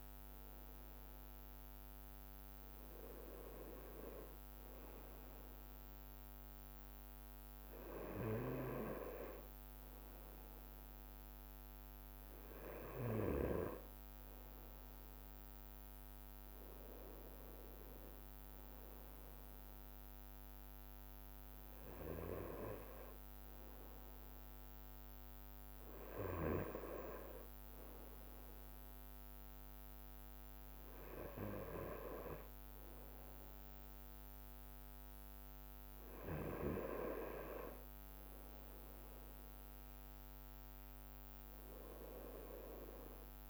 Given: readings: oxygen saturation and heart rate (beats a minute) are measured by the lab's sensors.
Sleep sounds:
breathing in sleep by a microphone on the trachea; none
0.00-43.50 s: bradycardia (device-marked)
3.50-5.50 s: long interval between heartbeats (device-marked)
6.00-8.00 s: long interval between heartbeats (device-marked)
11.00-13.00 s: long interval between heartbeats (device-marked)
12.00-17.00 s: drop in pulse transit time (device-marked)
22.50-24.50 s: long interval between heartbeats (device-marked)
26.00-36.00 s: drop in pulse transit time (device-marked)
30.50-32.50 s: long interval between heartbeats (device-marked)
36.00-38.00 s: long interval between heartbeats (device-marked)
41.00-43.00 s: long interval between heartbeats (device-marked)
From the record:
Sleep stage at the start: N2 (light sleep); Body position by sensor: on the right side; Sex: male

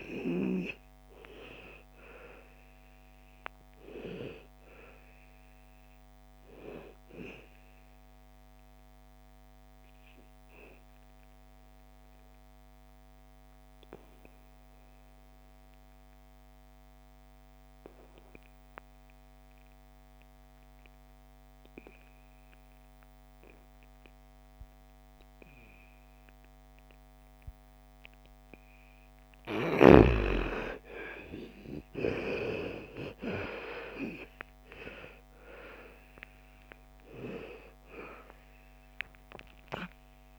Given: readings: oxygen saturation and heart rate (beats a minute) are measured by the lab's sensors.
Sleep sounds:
breathing in sleep by a microphone on the trachea; 1
2.00-14.00 s: oxygen desaturation (device-marked, oxygen 98% before, 90% lowest, heart rate 59 before, 55 extreme)
8.00-28.50 s: obstructive apnea (oxygen 99% before, 80% lowest, heart rate 63 before, 55 extreme, up 17 after)
28.00-40.39 s: oxygen desaturation (device-marked, oxygen 98% before, 80% lowest, heart rate 57 before, 56 extreme)
30.50-33.50 s: arousal
From the record:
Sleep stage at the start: N2 (light sleep); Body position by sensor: on the back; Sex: female

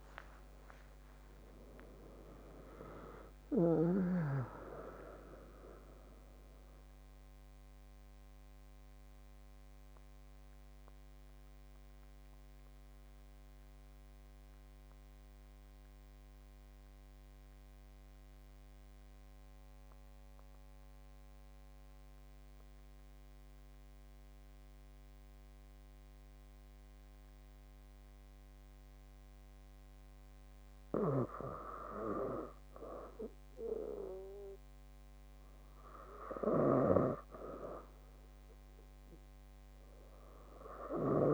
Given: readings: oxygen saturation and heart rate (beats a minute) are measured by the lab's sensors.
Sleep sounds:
breathing in sleep by a microphone on the trachea; 1
8.50-32.00 s: mixed apnea (oxygen 97% before, 96% lowest)
From the record:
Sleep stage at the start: N2 (light sleep); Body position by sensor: on the back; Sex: female

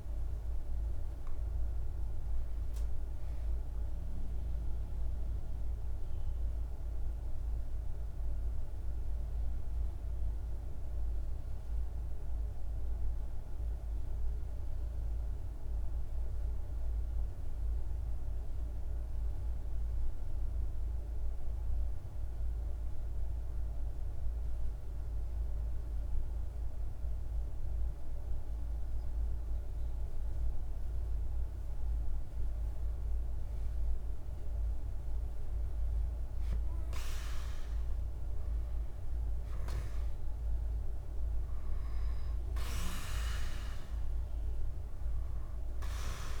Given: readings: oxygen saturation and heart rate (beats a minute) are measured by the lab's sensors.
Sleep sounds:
breathing in sleep, hard to hear, by a room microphone; 1
0.00-17.50 s: oxygen desaturation (device-marked, oxygen 90% lowest, heart rate 46 extreme)
4.50-31.00 s: mixed apnea (oxygen 99% before, 91% lowest, heart rate 61 before, 46 extreme, up 6 after)
32.50-36.50 s: arousal
32.50-46.40 s: oxygen desaturation (device-marked, oxygen 99% before, 91% lowest, heart rate 47 before, 47 extreme)
From the record:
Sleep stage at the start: N2 (light sleep); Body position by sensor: on the back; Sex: male

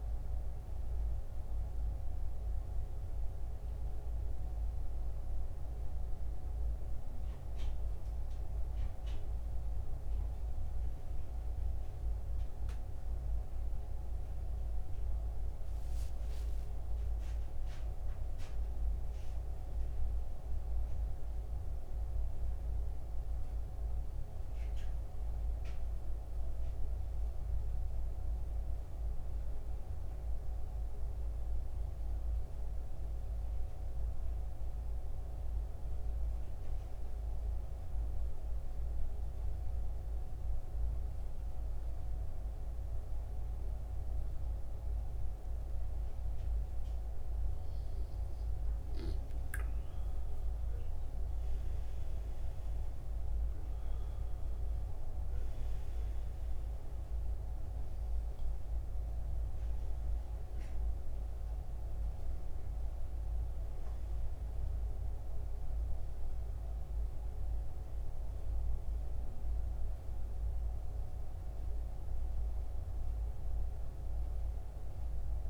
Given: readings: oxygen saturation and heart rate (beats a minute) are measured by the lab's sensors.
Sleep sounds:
breathing in sleep, hard to hear, by a room microphone; 1
0.00-12.50 s: oxygen desaturation (device-marked, oxygen 87% lowest, heart rate 69 extreme)
32.00-47.00 s: central apnea (oxygen 97% before, 89% lowest, heart rate 72 before, 65 extreme, up 13 after)
43.50-75.50 s: oxygen desaturation (device-marked, oxygen 97% before, 89% lowest, heart rate 69 before, 66 extreme)
49.50-55.00 s: arousal
From the record:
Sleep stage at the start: N2 (light sleep); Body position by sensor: on the back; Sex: male

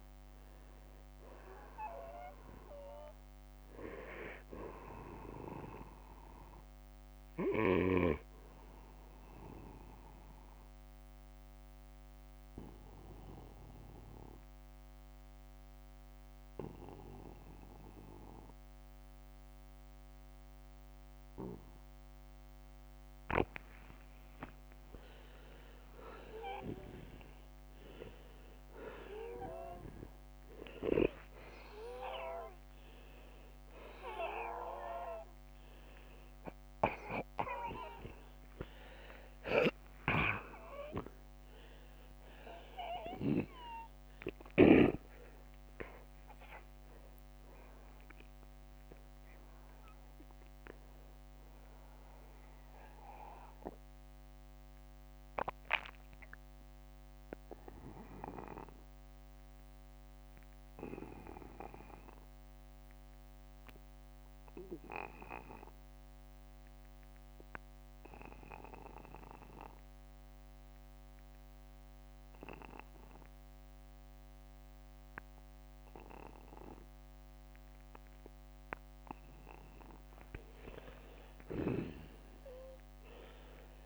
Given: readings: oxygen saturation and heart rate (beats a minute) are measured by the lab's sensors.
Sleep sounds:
a person partly awake in a sleep study, by a microphone on the trachea; 2
8.00-10.00 s: long interval between heartbeats (device-marked, heart rate 63 before, 60 extreme)
10.00-24.50 s: obstructive apnea (oxygen 96% before, 89% lowest, heart rate 64 before, 48 extreme, up 14 after)
16.50-27.50 s: oxygen desaturation (device-marked, oxygen 94% before, 89% lowest, heart rate 63 before, 49 extreme)
21.50-51.50 s: new sleep stage, awake
51.50-83.86 s: new sleep stage, N2 (light sleep)
53.00-78.50 s: mixed apnea (oxygen 95% before, 86% lowest, heart rate 60 before, 41 extreme, up 19 after)
58.50-60.50 s: long interval between heartbeats (device-marked, heart rate 58 before, 57 extreme)
61.50-76.50 s: oxygen desaturation (device-marked, oxygen 95% before, 90% lowest, heart rate 59 before, 41 extreme)
68.50-70.50 s: long interval between heartbeats (device-marked, heart rate 54 before, 54 extreme)
77.50-79.50 s: long interval between heartbeats (device-marked, heart rate 49 before, 50 extreme)
80.50-83.86 s: arousal
From the record:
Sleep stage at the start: N2 (light sleep); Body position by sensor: on the back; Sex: male

